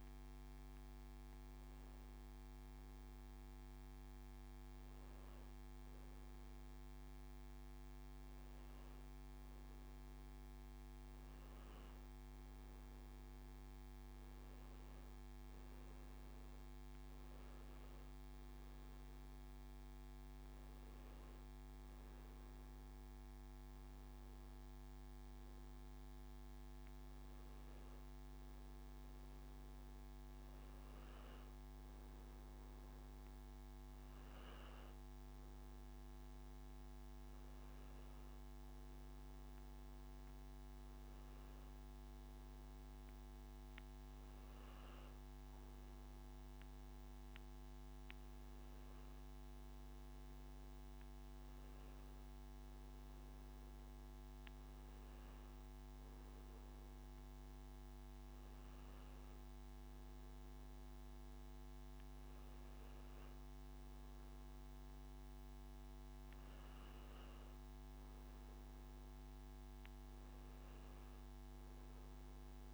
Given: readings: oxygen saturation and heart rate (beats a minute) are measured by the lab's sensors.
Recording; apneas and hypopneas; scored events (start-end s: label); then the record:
breathing in sleep, hard to hear, by a microphone on the trachea; none
0.00-3.50 s: oxygen desaturation (device-marked, oxygen 92% lowest, heart rate 84 extreme)
From the record:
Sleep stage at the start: N2 (light sleep); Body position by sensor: on the back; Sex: male